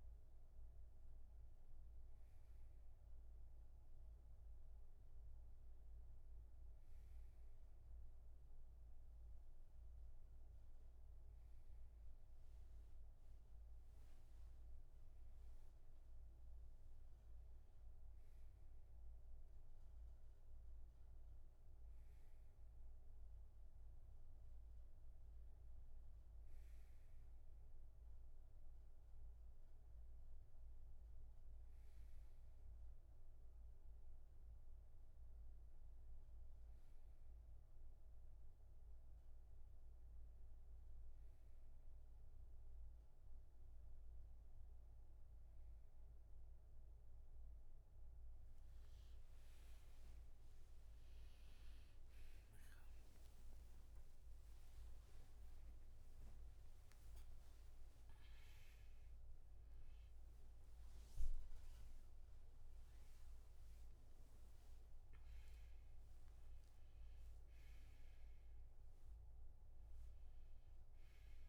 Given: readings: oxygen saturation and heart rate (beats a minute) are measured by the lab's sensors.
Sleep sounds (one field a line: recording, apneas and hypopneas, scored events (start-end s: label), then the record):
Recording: a person partly awake in a sleep study, hard to hear, by a room microphone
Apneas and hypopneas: none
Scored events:
51.00-71.49 s: new sleep stage, awake
From the record:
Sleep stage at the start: N1 (lightest sleep)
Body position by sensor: on the front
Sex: male